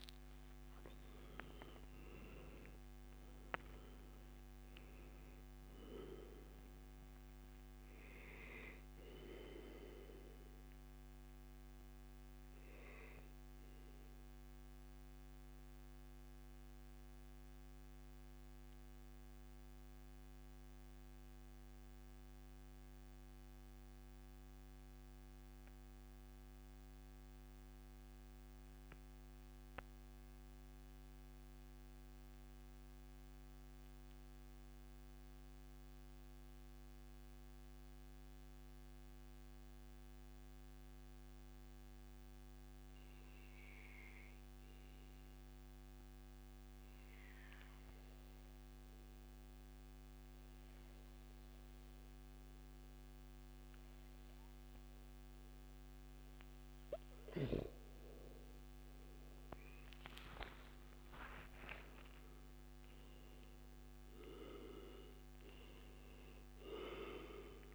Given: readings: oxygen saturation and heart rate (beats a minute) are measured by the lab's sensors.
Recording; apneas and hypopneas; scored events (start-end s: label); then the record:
breathing in sleep by a microphone on the trachea; 1
0.00-13.50 s: oxygen desaturation (device-marked, oxygen 90% lowest, heart rate 89 extreme)
12.50-57.00 s: mixed apnea (oxygen 95% before, 90% lowest, heart rate 136 before, 89 extreme, up 5 after)
15.50-17.50 s: long interval between heartbeats (device-marked, heart rate 138 before, 114 extreme)
37.00-39.00 s: long interval between heartbeats (device-marked, heart rate 113 before, 106 extreme)
53.50-66.50 s: oxygen desaturation (device-marked, oxygen 98% before, 93% lowest, heart rate 123 before, 97 extreme)
59.50-63.50 s: arousal
From the record:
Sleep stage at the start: N2 (light sleep); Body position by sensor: on the back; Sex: male